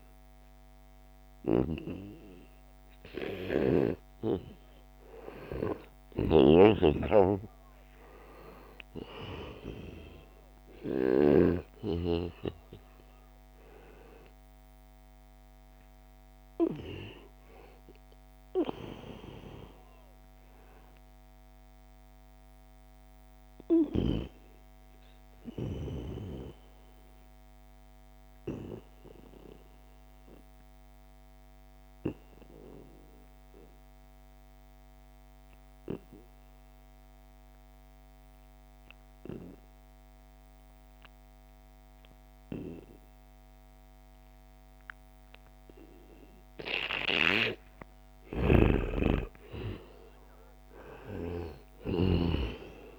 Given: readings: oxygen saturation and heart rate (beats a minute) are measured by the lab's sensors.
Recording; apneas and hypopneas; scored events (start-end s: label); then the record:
breathing in sleep by a microphone on the trachea; 1
0.00-3.50 s: snoring (device-marked)
5.50-11.00 s: snoring (device-marked)
24.50-46.50 s: obstructive apnea (oxygen 97% before, 88% lowest, heart rate 80 before, 70 extreme, up 5 after)
42.00-52.99 s: oxygen desaturation (device-marked, oxygen 95% before, 88% lowest, heart rate 76 before, 67 extreme)
47.50-52.00 s: snoring (device-marked)
48.00-52.50 s: arousal
From the record:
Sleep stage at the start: N2 (light sleep); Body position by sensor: on the right side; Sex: male